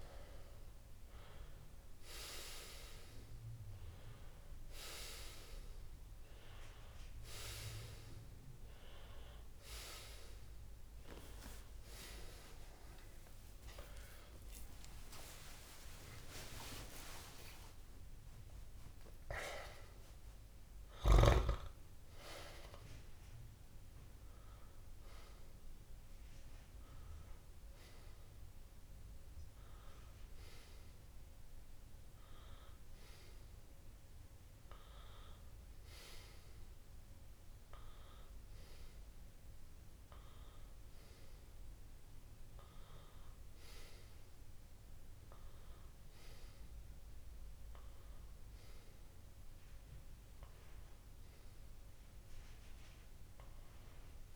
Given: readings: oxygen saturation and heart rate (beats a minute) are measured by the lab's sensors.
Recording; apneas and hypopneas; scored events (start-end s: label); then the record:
breathing in sleep by a room microphone; none
0.00-1.00 s: long interval between heartbeats (device-marked, heart rate 73 extreme)
2.50-4.50 s: long interval between heartbeats (device-marked, heart rate 118 before, 49 extreme)
3.50-33.50 s: new sleep stage, N1 (lightest sleep)
9.50-11.50 s: long interval between heartbeats (device-marked, heart rate 75 before, 44 extreme)
11.50-13.50 s: long interval between heartbeats (device-marked, heart rate 65 before, 53 extreme)
12.50-17.50 s: arousal
17.50-40.50 s: oxygen desaturation (device-marked, oxygen 97% before, 94% lowest)
33.50-54.36 s: new sleep stage, N2 (light sleep)
42.50-46.50 s: arousal
From the record:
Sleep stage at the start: N2 (light sleep); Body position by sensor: on the left side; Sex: male